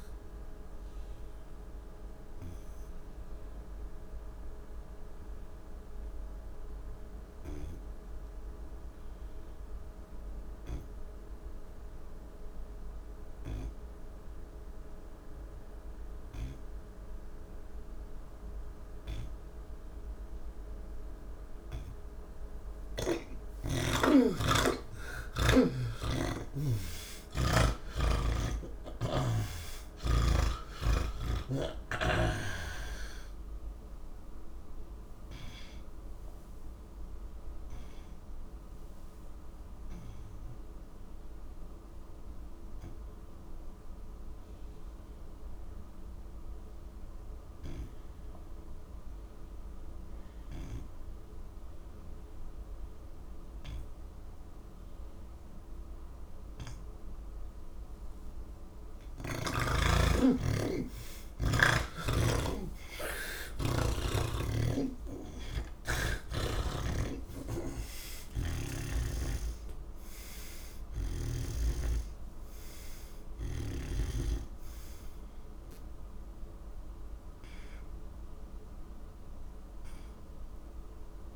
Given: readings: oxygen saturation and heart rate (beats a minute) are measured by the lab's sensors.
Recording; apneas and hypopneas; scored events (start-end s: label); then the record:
breathing in sleep by a room microphone; none
42.50-53.50 s: oxygen desaturation (device-marked, oxygen 86% before, 81% lowest, heart rate 77 before, 70 extreme)
From the record:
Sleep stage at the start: N3 (deep sleep); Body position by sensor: on the back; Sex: male